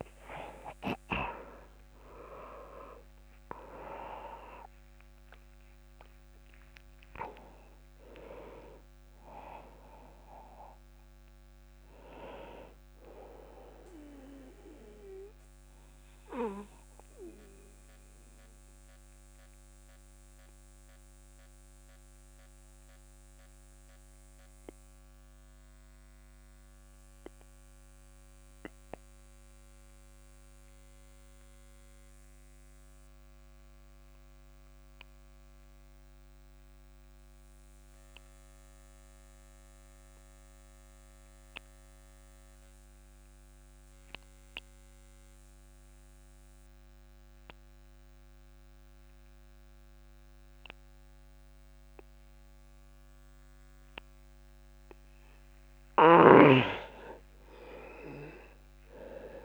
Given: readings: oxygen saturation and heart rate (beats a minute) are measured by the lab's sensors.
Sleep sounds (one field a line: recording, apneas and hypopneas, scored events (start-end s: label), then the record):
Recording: breathing in sleep by a microphone on the trachea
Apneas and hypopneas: 1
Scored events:
0.00-1.50 s: arousal
0.00-33.50 s: oxygen desaturation (device-marked, oxygen 87% lowest)
13.50-55.00 s: obstructive apnea (oxygen 99% before, 87% lowest)
28.50-59.45 s: new sleep stage, N2 (light sleep)
51.50-59.45 s: oxygen desaturation (device-marked, oxygen 99% before, 87% lowest)
From the record:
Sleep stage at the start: REM sleep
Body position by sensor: on the back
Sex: male